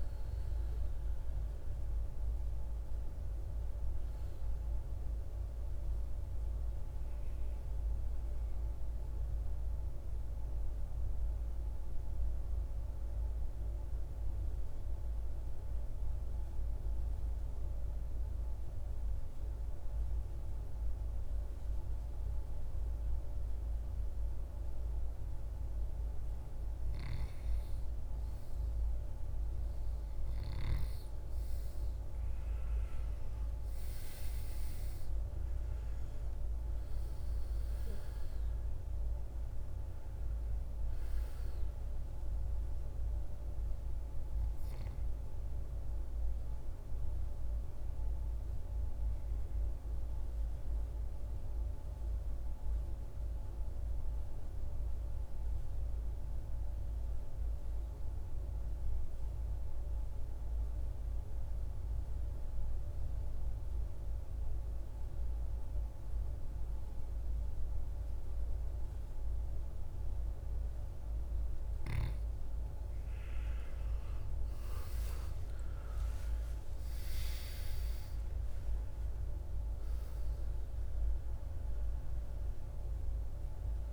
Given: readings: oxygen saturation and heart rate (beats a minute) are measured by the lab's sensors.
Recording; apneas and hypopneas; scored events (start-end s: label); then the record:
breathing in sleep, hard to hear, by a room microphone; 2
0.00-13.50 s: oxygen desaturation (device-marked, oxygen 86% lowest, heart rate 56 extreme)
11.50-28.00 s: obstructive apnea (oxygen 98% before, 87% lowest, heart rate 65 before, 54 extreme, up 10 after)
31.50-55.50 s: oxygen desaturation (device-marked, oxygen 98% before, 90% lowest, heart rate 60 before, 53 extreme)
35.00-39.00 s: arousal
53.50-72.00 s: obstructive apnea (oxygen 98% before, 84% lowest, heart rate 62 before, 52 extreme, up 19 after)
70.50-83.93 s: oxygen desaturation (device-marked, oxygen 98% before, 87% lowest, heart rate 55 before, 52 extreme)
74.00-78.00 s: arousal
From the record:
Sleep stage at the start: N2 (light sleep); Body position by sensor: on the back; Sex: male